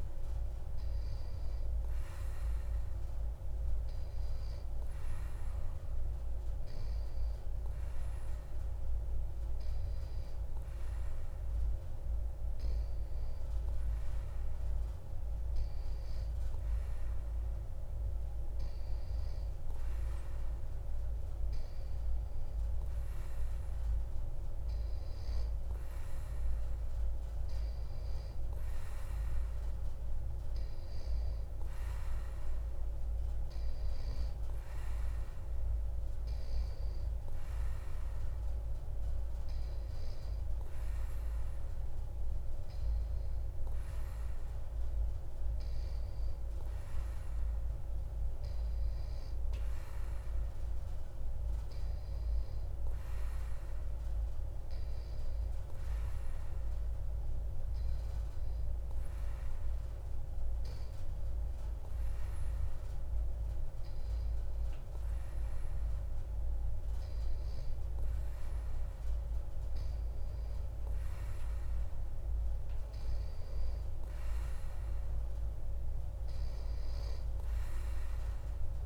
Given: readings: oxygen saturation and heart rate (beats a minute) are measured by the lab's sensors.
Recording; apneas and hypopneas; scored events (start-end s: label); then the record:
breathing in sleep, hard to hear, by a room microphone; none
none scored
From the record:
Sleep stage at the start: N2 (light sleep); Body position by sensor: on the back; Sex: male